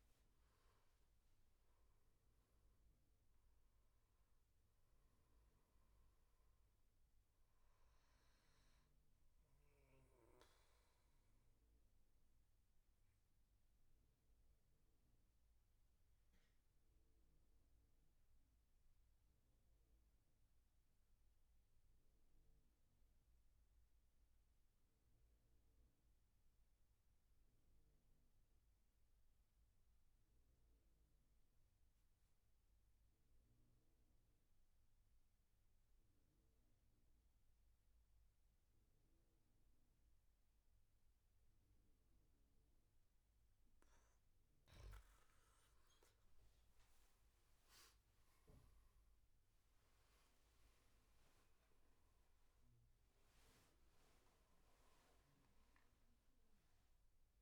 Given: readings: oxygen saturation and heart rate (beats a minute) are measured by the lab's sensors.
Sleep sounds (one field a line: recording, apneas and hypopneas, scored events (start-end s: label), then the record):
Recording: breathing in sleep, hard to hear, by a room microphone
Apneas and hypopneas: 1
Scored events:
0.00-1.50 s: arousal
0.00-19.50 s: oxygen desaturation (device-marked, oxygen 92% lowest, heart rate 66 extreme)
11.00-43.00 s: obstructive apnea (oxygen 99% before, 91% lowest, heart rate 77 before, 63 extreme, up 18 after)
35.50-57.42 s: oxygen desaturation (device-marked, oxygen 99% before, 91% lowest, heart rate 73 before, 63 extreme)
46.00-50.00 s: arousal
From the record:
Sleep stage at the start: N2 (light sleep)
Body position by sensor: on the back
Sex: male